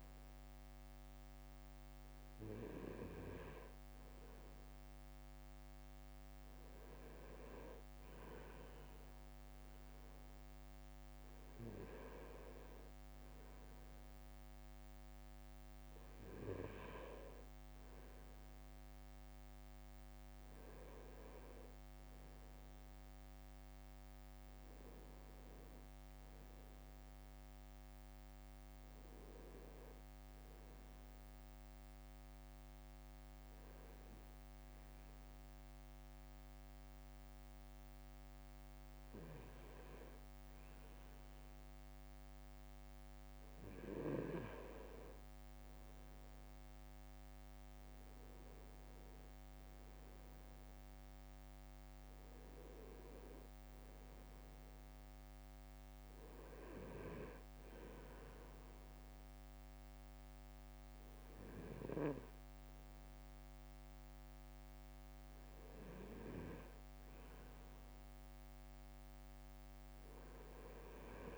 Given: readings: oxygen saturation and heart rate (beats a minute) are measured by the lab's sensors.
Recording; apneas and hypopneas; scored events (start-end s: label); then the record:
breathing in sleep by a microphone on the trachea; 1
20.00-22.50 s: leg movement (device-marked)
24.50-29.50 s: arousal
32.50-44.50 s: obstructive apnea (oxygen 96% before, 96% lowest, heart rate 57 before, 54 extreme, up 1 after)
46.50-50.00 s: arousal
From the record:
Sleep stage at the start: N2 (light sleep); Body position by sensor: on the right side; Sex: male